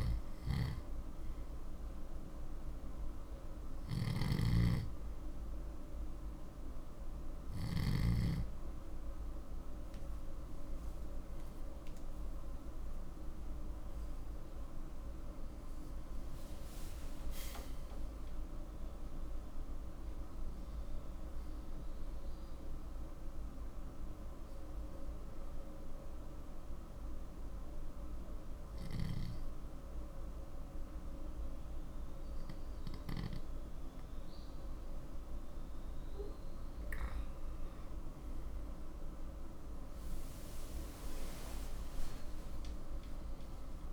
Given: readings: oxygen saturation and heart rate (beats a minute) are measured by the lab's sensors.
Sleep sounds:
breathing in sleep, hard to hear, by a room microphone; 2
1.00-12.00 s: obstructive apnea (oxygen 92% before, 88% lowest, heart rate 81 before, 67 extreme, up 0 after)
13.50-17.50 s: arousal
22.50-36.50 s: obstructive apnea (oxygen 92% before, 87% lowest, heart rate 83 before, 67 extreme, up 16 after)
38.50-43.93 s: arousal
From the record:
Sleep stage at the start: N2 (light sleep); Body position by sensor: on the left side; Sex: male

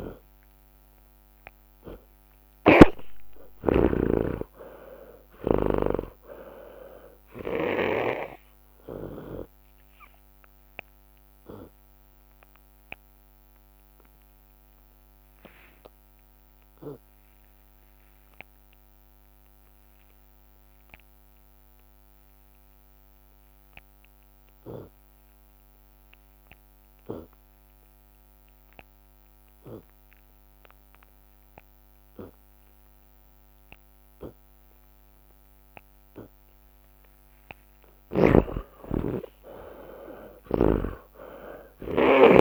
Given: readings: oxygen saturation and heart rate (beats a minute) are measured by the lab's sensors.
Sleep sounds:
breathing in sleep by a microphone on the trachea; 1
0.00-1.00 s: arousal
0.00-6.00 s: snoring (device-marked)
1.00-12.00 s: drop in pulse transit time (device-marked, heart rate 63 before, 63 extreme)
10.50-12.50 s: long interval between heartbeats (device-marked, heart rate 70 before, 74 extreme)
11.50-36.50 s: obstructive apnea (oxygen 99% before, 80% lowest)
15.50-17.50 s: long interval between heartbeats (device-marked, heart rate 73 before, 71 extreme)
20.50-22.50 s: long interval between heartbeats (device-marked, heart rate 71 before, 70 extreme)
22.00-42.41 s: oxygen desaturation (device-marked, oxygen 95% before, 80% lowest)
23.50-25.50 s: long interval between heartbeats (device-marked, heart rate 71 before, 72 extreme)
27.00-29.00 s: long interval between heartbeats (device-marked, heart rate 72 before, 84 extreme)
38.50-40.50 s: long interval between heartbeats (device-marked, heart rate 72 before, 65 extreme)
38.50-42.41 s: arousal
40.00-42.41 s: drop in pulse transit time (device-marked, heart rate 72 before, 70 extreme)
40.50-42.41 s: snoring (device-marked)
From the record:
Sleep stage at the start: N2 (light sleep); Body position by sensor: on the left side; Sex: male

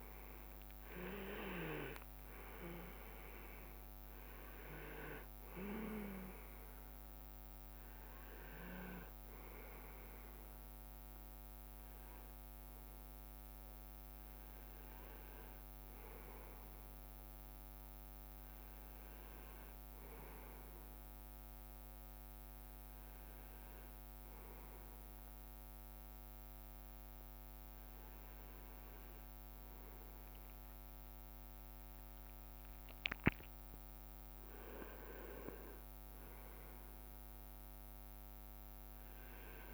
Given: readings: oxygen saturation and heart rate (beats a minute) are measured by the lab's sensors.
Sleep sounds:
breathing in sleep by a microphone on the trachea; none
0.00-1.50 s: arousal
0.00-3.00 s: leg movement (device-marked)
29.50-33.50 s: arousal
From the record:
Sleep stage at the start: REM sleep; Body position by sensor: on the right side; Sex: male

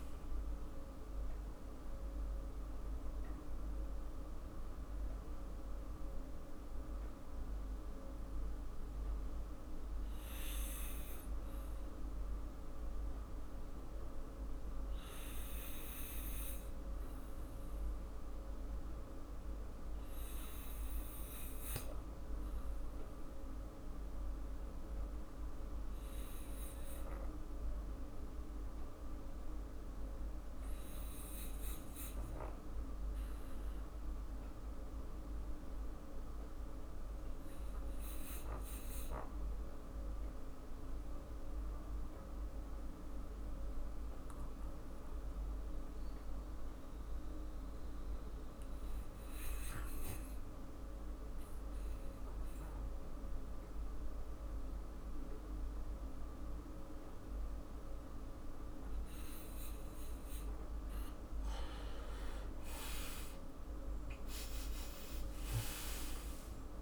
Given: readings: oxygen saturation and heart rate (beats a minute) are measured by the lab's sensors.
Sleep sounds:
breathing in sleep, hard to hear, by a room microphone; 1
1.50-60.00 s: mixed apnea (oxygen 98% before, 76% lowest, heart rate 56 before, 46 extreme, up 23 after)
14.50-28.50 s: oxygen desaturation (device-marked, oxygen 94% before, 83% lowest, heart rate 60 before, 47 extreme)
60.50-66.82 s: oxygen desaturation (device-marked, oxygen 96% before, 76% lowest, heart rate 48 before, 47 extreme)
62.00-66.82 s: arousal
From the record:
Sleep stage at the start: N2 (light sleep); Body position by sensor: on the back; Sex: male

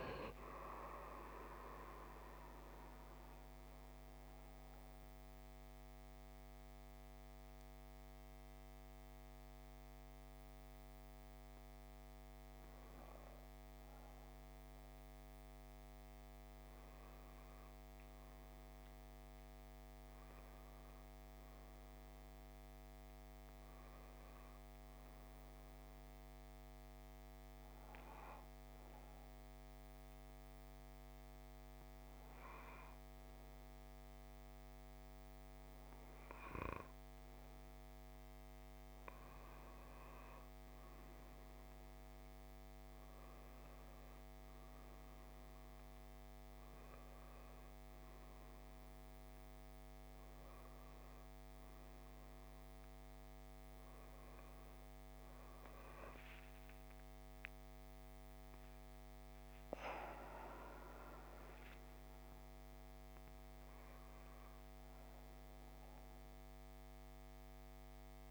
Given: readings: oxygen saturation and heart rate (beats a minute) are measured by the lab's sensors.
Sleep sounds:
breathing in sleep, hard to hear, by a microphone on the trachea; none
0.00-1.00 s: arousal
37.50-42.00 s: arousal
43.00-68.31 s: new sleep stage, N1 (lightest sleep)
45.00-66.00 s: oxygen desaturation (device-marked, oxygen 96% before, 93% lowest, heart rate 60 before, 59 extreme)
57.50-63.00 s: arousal
From the record:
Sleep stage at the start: N2 (light sleep); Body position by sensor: on the left side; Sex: male

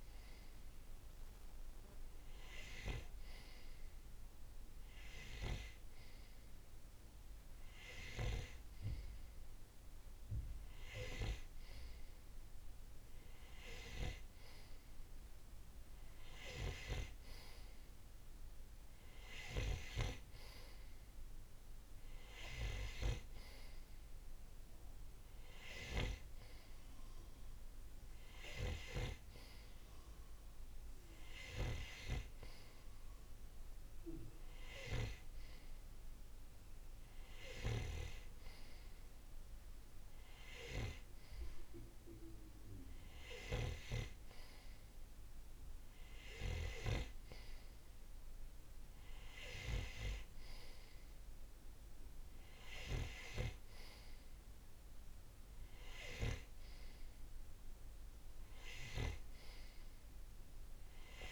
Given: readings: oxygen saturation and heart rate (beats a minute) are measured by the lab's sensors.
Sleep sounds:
breathing in sleep by a room microphone; none
none scored
From the record:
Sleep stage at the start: N3 (deep sleep); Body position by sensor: on the right side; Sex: male

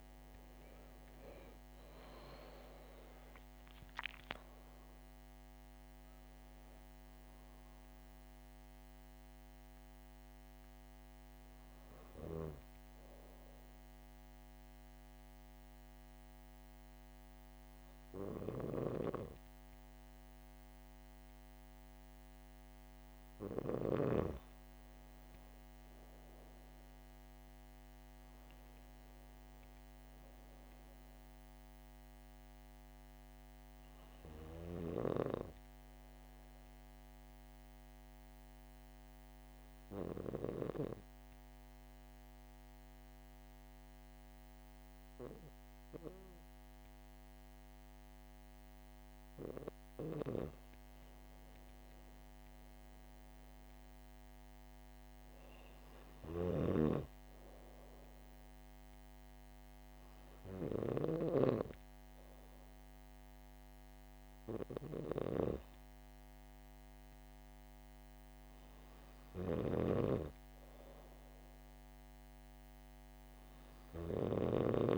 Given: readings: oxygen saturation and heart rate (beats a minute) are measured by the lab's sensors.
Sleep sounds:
breathing in sleep by a microphone on the trachea; 1
1.00-5.50 s: arousal
29.50-33.00 s: arousal
36.50-49.00 s: hypopnea (oxygen 100% before, 95% lowest, heart rate 66 before, 65 extreme, up 3 after)
50.50-53.50 s: arousal
56.00-74.98 s: oxygen desaturation (device-marked, oxygen 99% before, 95% lowest, heart rate 66 before, 63 extreme)
From the record:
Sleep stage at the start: N2 (light sleep); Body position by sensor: on the back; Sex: female

